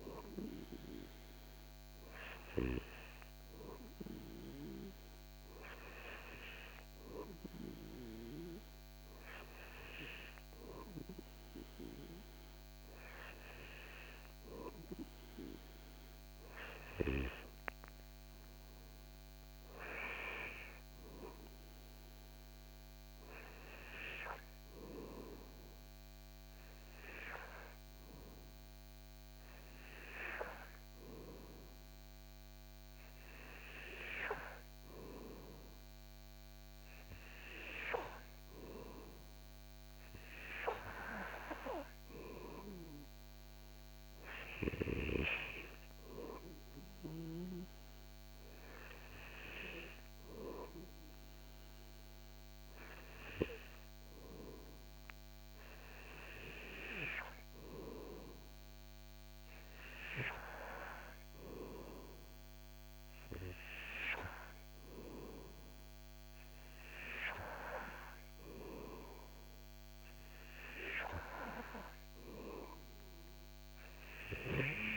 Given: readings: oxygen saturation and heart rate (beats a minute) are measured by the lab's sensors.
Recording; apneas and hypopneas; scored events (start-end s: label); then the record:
breathing in sleep by a microphone on the trachea; none
none scored
From the record:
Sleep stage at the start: N2 (light sleep); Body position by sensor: on the back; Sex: male